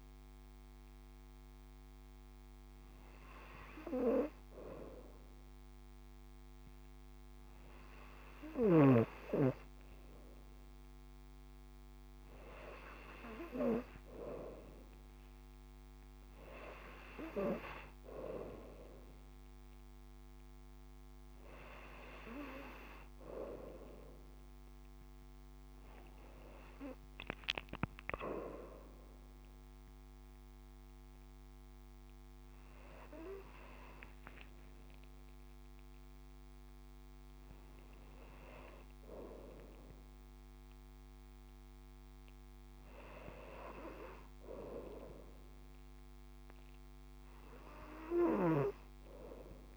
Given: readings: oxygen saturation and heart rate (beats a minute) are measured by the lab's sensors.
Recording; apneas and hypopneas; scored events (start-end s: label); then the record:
breathing in sleep by a microphone on the trachea; none
none scored
From the record:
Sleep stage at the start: N2 (light sleep); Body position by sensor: on the front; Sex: female